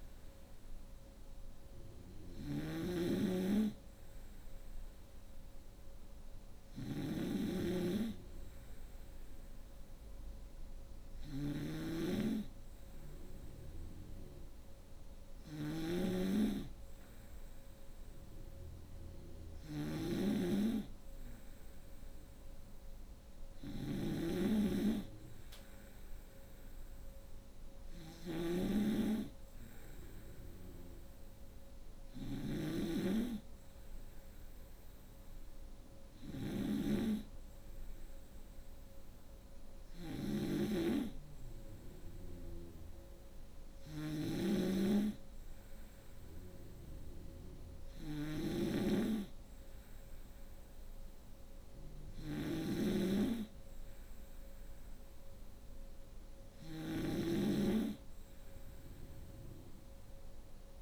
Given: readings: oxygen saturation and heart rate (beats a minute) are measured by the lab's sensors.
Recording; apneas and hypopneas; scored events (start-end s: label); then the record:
breathing in sleep by a room microphone; none
0.00-60.82 s: snoring (device-marked)
From the record:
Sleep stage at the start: N2 (light sleep); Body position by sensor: on the right side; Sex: female